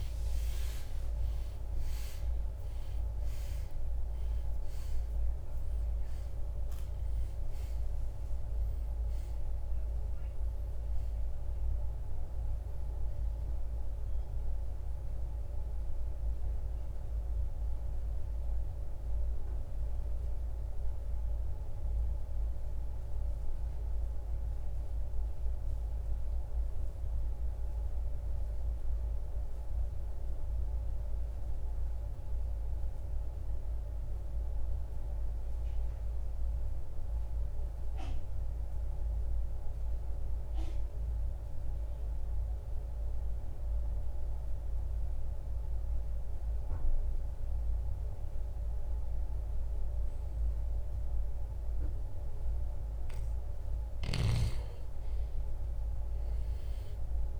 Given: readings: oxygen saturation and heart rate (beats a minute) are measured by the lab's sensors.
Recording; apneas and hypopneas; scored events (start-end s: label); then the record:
breathing in sleep, hard to hear, by a room microphone; 1
0.00-13.00 s: oxygen desaturation (device-marked, oxygen 94% lowest, heart rate 63 extreme)
20.50-52.50 s: mixed apnea (oxygen 97% before, 81% lowest, heart rate 86 before, 43 extreme, up 19 after)
25.00-43.00 s: oxygen desaturation (device-marked, oxygen 96% before, 82% lowest, heart rate 79 before, 43 extreme)
56.00-57.40 s: arousal
From the record:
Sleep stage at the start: N2 (light sleep); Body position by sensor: on the right side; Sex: male